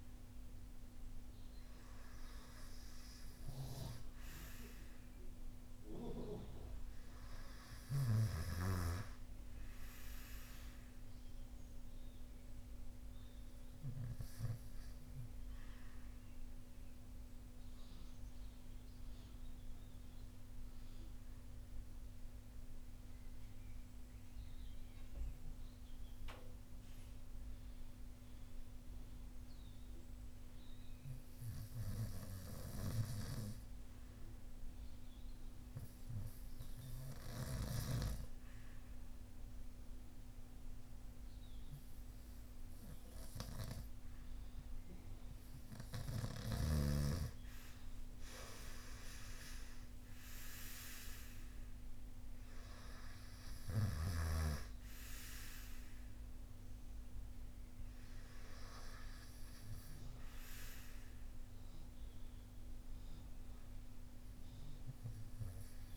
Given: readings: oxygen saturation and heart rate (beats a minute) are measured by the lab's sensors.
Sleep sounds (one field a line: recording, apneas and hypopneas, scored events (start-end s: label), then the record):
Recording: breathing in sleep by a room microphone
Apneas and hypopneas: 1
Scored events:
0.00-2.50 s: arousal
14.50-44.00 s: obstructive apnea (oxygen 96% before, 93% lowest)
44.00-65.97 s: oxygen desaturation (device-marked, oxygen 98% before, 93% lowest)
46.50-50.00 s: arousal
From the record:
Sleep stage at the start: REM sleep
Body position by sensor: on the front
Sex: male